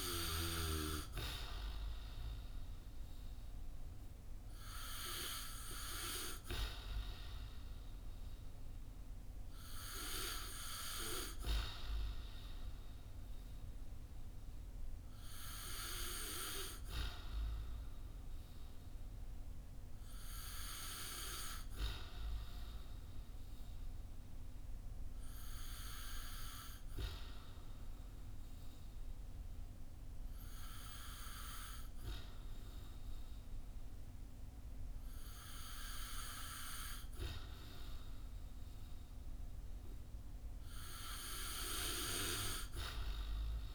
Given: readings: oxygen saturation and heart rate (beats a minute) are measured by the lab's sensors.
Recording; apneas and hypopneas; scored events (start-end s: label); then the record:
breathing in sleep by a room microphone; none
none scored
From the record:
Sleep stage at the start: N2 (light sleep); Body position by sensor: on the back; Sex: male